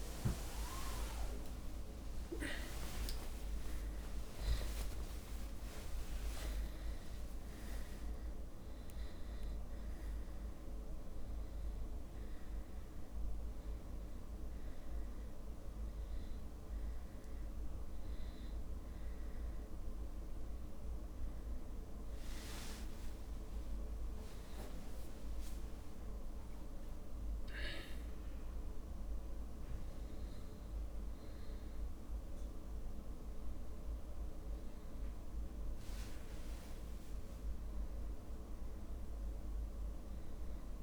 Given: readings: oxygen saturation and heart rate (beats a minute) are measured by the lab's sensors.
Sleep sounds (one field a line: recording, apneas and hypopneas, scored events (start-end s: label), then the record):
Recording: a person awake in a sleep study, hard to hear, by a room microphone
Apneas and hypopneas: none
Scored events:
0.00-1.00 s: long interval between heartbeats (device-marked, heart rate 84 extreme)
3.00-5.00 s: long interval between heartbeats (device-marked, heart rate 66 before, 44 extreme)
5.00-9.00 s: drop in pulse transit time (device-marked, heart rate 68 before, 45 extreme)
9.50-11.50 s: long interval between heartbeats (device-marked)
From the record:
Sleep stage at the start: awake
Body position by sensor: on the back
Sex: male